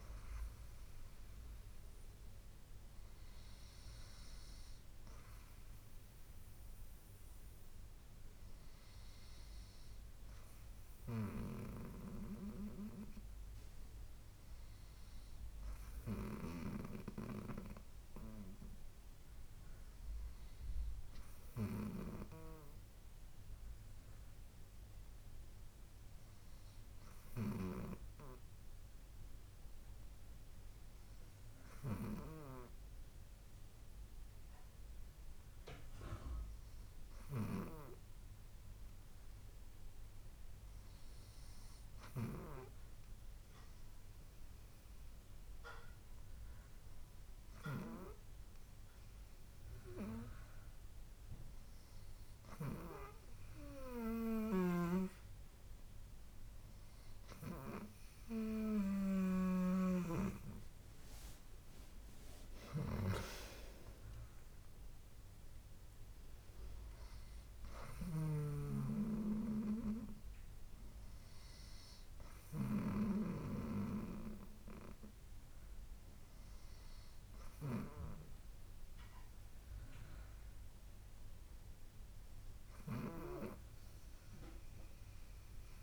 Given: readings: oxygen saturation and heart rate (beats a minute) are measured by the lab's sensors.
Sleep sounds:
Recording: breathing in sleep by a room microphone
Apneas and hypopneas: 1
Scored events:
6.50-54.50 s: hypopnea (oxygen 97% before, 97% lowest, heart rate 74 before, 67 extreme, up 2 after)
58.00-62.00 s: arousal
From the record:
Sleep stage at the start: N2 (light sleep)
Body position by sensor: on the right side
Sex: female

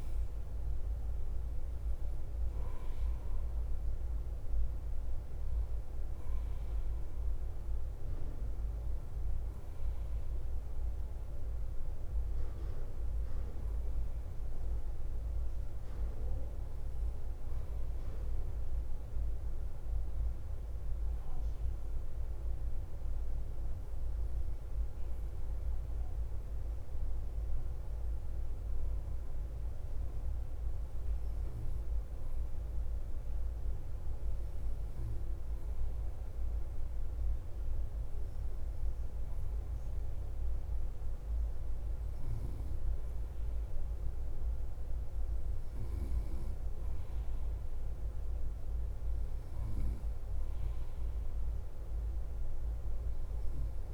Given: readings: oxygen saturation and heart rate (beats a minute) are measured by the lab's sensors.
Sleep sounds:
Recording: breathing in sleep, hard to hear, by a room microphone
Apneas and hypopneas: 1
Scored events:
0.00-53.94 s: bradycardia (device-marked, heart rate 45 extreme)
4.00-13.00 s: oxygen desaturation (device-marked, oxygen 97% before, 94% lowest, heart rate 52 before, 45 extreme)
16.00-19.00 s: arousal
22.00-35.50 s: hypopnea (oxygen 97% before, 94% lowest, heart rate 50 before, 46 extreme, up 0 after)
37.50-41.00 s: arousal
From the record:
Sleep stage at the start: N2 (light sleep)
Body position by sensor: on the right side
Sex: male

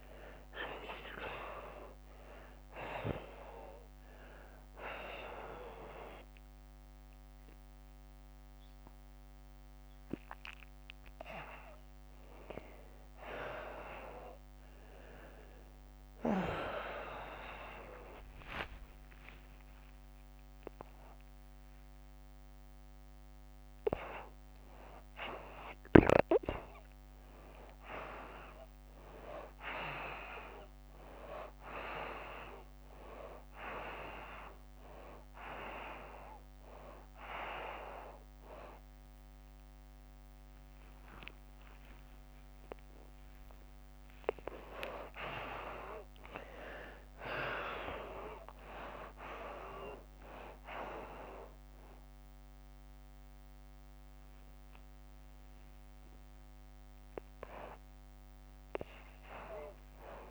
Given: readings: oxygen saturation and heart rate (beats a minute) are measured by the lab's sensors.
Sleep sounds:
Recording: a person awake in a sleep study, by a microphone on the trachea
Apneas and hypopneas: none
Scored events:
3.00-9.00 s: bradycardia (device-marked)
21.00-31.00 s: oxygen desaturation (device-marked, oxygen 95% before, 89% lowest, heart rate 79 before, 89 extreme)
39.00-47.00 s: oxygen desaturation (device-marked, oxygen 95% before, 89% lowest, heart rate 93 before, 92 extreme)
52.00-60.31 s: oxygen desaturation (device-marked, oxygen 93% before, 87% lowest, heart rate 117 before, 92 extreme)
57.00-60.31 s: new sleep stage, N1 (lightest sleep)
From the record:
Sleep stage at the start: awake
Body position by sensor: on the back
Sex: female

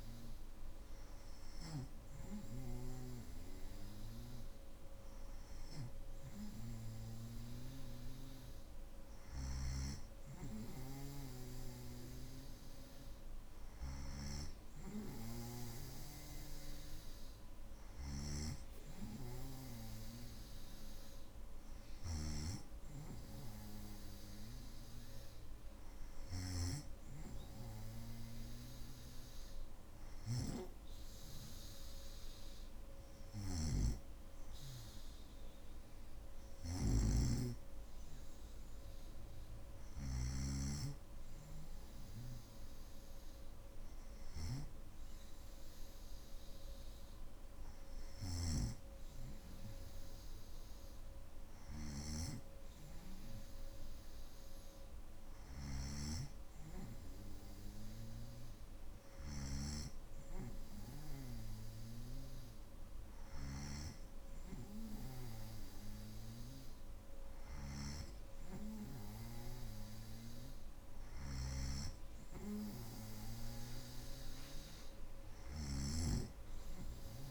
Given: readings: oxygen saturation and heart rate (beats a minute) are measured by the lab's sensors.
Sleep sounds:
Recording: breathing in sleep by a room microphone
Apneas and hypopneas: none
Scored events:
36.00-40.00 s: snoring (device-marked)
75.00-77.31 s: snoring (device-marked)
From the record:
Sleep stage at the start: N3 (deep sleep)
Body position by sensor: on the back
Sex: male

